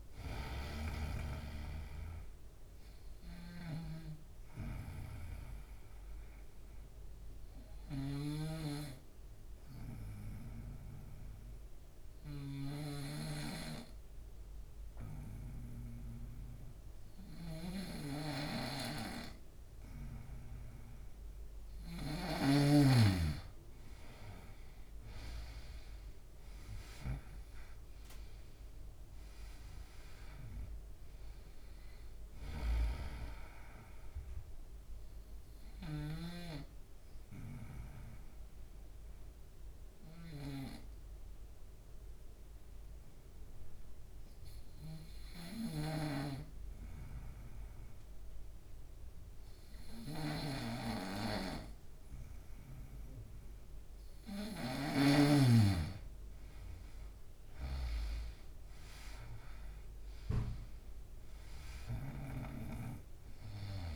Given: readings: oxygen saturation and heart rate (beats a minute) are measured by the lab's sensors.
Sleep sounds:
breathing in sleep by a room microphone; 2
2.50-21.50 s: snoring (device-marked)
4.00-18.00 s: oxygen desaturation (device-marked, oxygen 97% before, 91% lowest, heart rate 76 before, 74 extreme)
4.00-20.50 s: obstructive apnea (oxygen 97% before, 91% lowest, heart rate 76 before, 73 extreme, up 3 after)
23.50-27.00 s: arousal
30.00-55.00 s: oxygen desaturation (device-marked, oxygen 97% before, 91% lowest, heart rate 75 before, 72 extreme)
35.50-52.50 s: obstructive apnea (oxygen 97% before, 91% lowest, heart rate 76 before, 72 extreme, up 3 after)
45.00-54.50 s: snoring (device-marked)
57.00-60.50 s: arousal
61.00-63.95 s: oxygen desaturation (device-marked, oxygen 98% before, 91% lowest, heart rate 73 before, 71 extreme)
From the record:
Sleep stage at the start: N2 (light sleep); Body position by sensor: on the right side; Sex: male

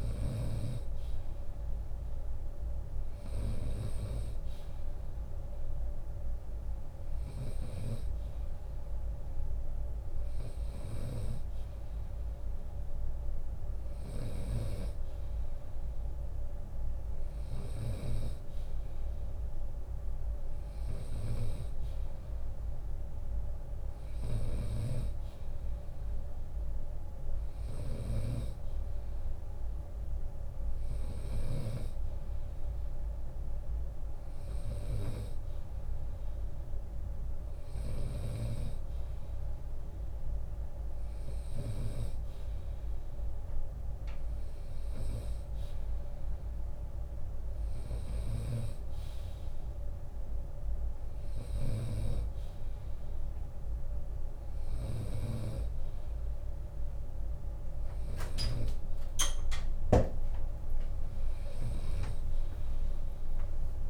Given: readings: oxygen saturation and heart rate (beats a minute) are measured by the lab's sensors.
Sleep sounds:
breathing in sleep by a room microphone; none
0.00-1.50 s: long interval between heartbeats (device-marked, heart rate 72 extreme)
0.00-3.00 s: snoring (device-marked)
0.00-3.50 s: bradycardia (device-marked, heart rate 53 extreme)
9.50-11.50 s: long interval between heartbeats (device-marked, heart rate 68 before, 64 extreme)
13.50-17.50 s: snoring (device-marked)
17.00-19.00 s: long interval between heartbeats (device-marked, heart rate 64 before, 79 extreme)
18.50-21.50 s: bradycardia (device-marked, heart rate 76 before, 65 extreme)
20.50-22.50 s: long interval between heartbeats (device-marked, heart rate 64 before, 57 extreme)
23.50-25.50 s: long interval between heartbeats (device-marked, heart rate 64 before, 59 extreme)
23.50-30.50 s: snoring (device-marked)
30.00-32.00 s: long interval between heartbeats (device-marked, heart rate 66 before, 71 extreme)
39.00-41.00 s: long interval between heartbeats (device-marked, heart rate 68 before, 80 extreme)
47.00-54.50 s: snoring (device-marked)
From the record:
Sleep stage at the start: N2 (light sleep); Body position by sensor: on the right side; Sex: male

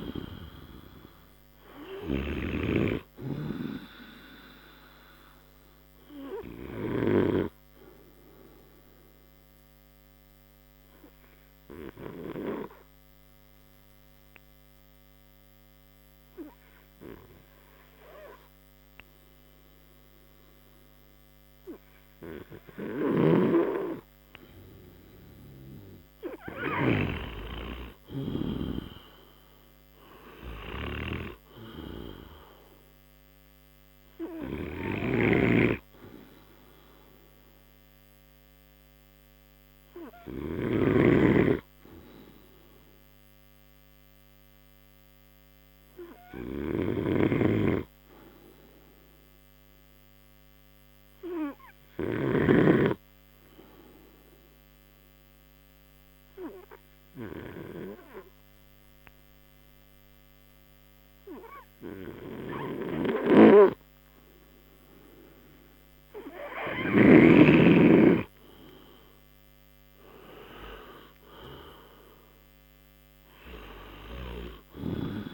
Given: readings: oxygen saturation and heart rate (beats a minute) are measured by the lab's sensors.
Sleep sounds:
breathing in sleep by a microphone on the trachea; 2
0.00-2.00 s: arousal
1.50-22.50 s: oxygen desaturation (device-marked, oxygen 98% before, 90% lowest)
9.00-22.50 s: obstructive apnea (oxygen 98% before, 88% lowest)
27.50-31.00 s: arousal
33.50-53.50 s: oxygen desaturation (device-marked, oxygen 97% before, 89% lowest)
35.00-68.00 s: obstructive apnea (oxygen 97% before, 88% lowest)
35.50-41.50 s: snoring (device-marked)
68.50-75.34 s: oxygen desaturation (device-marked, oxygen 96% before, 88% lowest)
70.50-73.00 s: arousal
From the record:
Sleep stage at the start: N2 (light sleep); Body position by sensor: on the right side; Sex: male

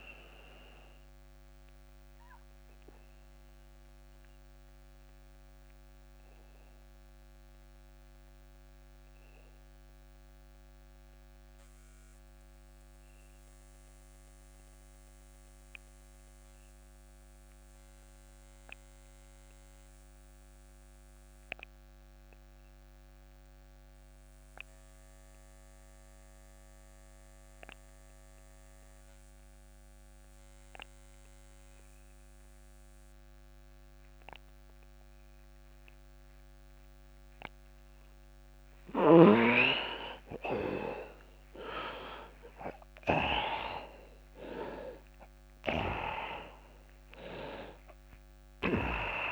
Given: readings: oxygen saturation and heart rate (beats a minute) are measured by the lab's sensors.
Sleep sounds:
breathing in sleep by a microphone on the trachea; 1
0.00-18.00 s: oxygen desaturation (device-marked, oxygen 82% lowest)
0.50-38.00 s: obstructive apnea (oxygen 96% before, 82% lowest)
34.00-49.31 s: oxygen desaturation (device-marked, oxygen 99% before, 83% lowest)
40.00-42.50 s: arousal
From the record:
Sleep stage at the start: N2 (light sleep); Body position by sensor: on the back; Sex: male

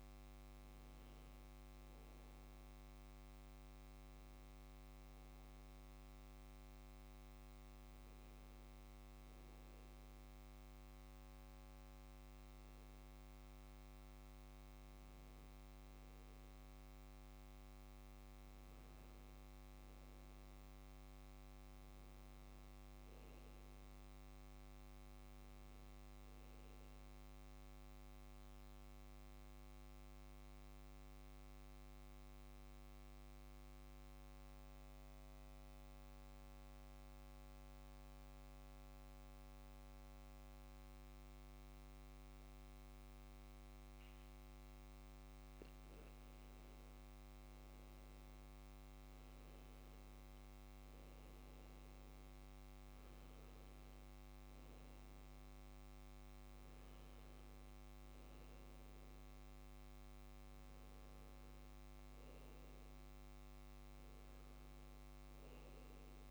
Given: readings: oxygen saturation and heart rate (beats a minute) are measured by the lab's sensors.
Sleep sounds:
breathing in sleep, hard to hear, by a microphone on the trachea; 1
23.00-26.00 s: arousal
30.00-45.50 s: central apnea (oxygen 100% before, 93% lowest, heart rate 60 before, 60 extreme, up 2 after)
38.00-66.31 s: new sleep stage, N2 (light sleep)
48.00-51.50 s: arousal
From the record:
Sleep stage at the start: N1 (lightest sleep); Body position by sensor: on the back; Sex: male

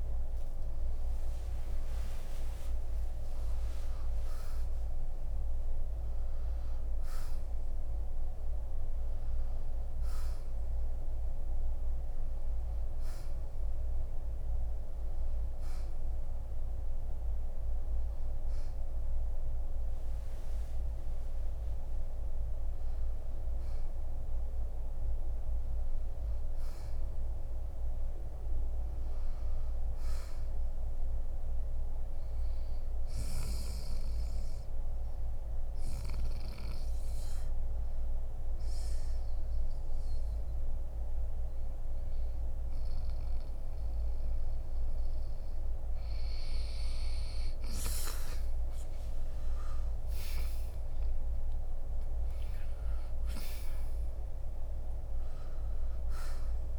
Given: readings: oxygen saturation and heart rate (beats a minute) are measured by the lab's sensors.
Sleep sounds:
breathing in sleep, hard to hear, by a room microphone; 1
0.00-4.00 s: arousal
28.50-32.50 s: arousal
35.50-46.00 s: hypopnea (oxygen 91% before, 85% lowest, heart rate 66 before, 57 extreme, up 7 after)
39.00-55.00 s: oxygen desaturation (device-marked, oxygen 92% before, 88% lowest, heart rate 66 before, 53 extreme)
52.00-56.50 s: arousal
From the record:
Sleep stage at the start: N2 (light sleep); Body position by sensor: on the right side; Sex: male

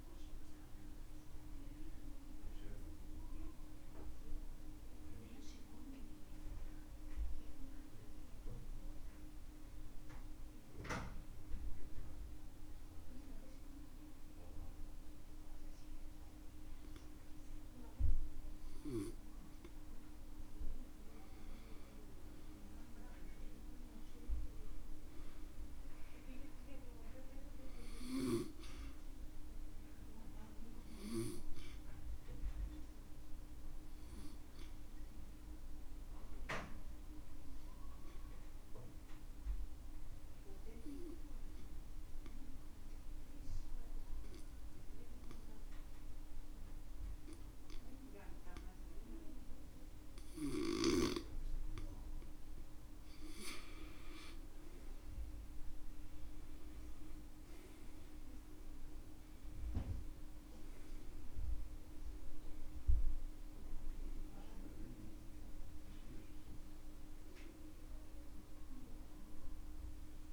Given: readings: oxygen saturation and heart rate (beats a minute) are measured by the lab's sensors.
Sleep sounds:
breathing in sleep by a room microphone; 2
0.00-21.00 s: oxygen desaturation (device-marked, oxygen 92% lowest, heart rate 59 extreme)
6.00-20.00 s: obstructive apnea (oxygen 97% before, 92% lowest, heart rate 68 before, 59 extreme, up 8 after)
22.50-26.00 s: arousal
33.00-52.50 s: obstructive apnea (oxygen 97% before, 89% lowest, heart rate 63 before, 61 extreme, up 12 after)
44.00-51.00 s: oxygen desaturation (device-marked, oxygen 96% before, 92% lowest, heart rate 64 before, 61 extreme)
54.50-59.00 s: arousal
From the record:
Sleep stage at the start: N2 (light sleep); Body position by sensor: on the back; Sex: male

